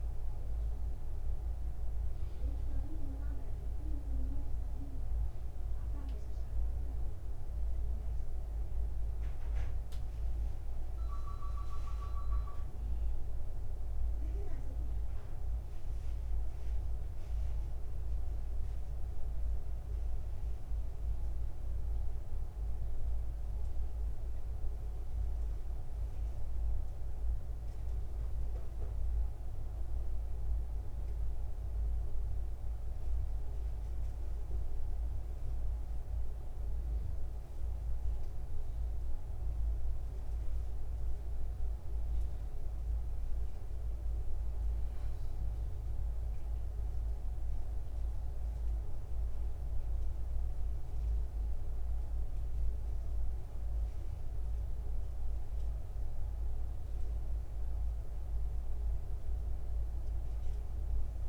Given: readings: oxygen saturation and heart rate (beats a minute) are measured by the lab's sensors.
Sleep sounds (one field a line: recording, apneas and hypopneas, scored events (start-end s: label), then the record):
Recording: breathing in sleep, hard to hear, by a room microphone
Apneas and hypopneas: none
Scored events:
50.00-52.00 s: long interval between heartbeats (device-marked, heart rate 80 before, 80 extreme)
From the record:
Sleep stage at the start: N2 (light sleep)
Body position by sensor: upright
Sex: male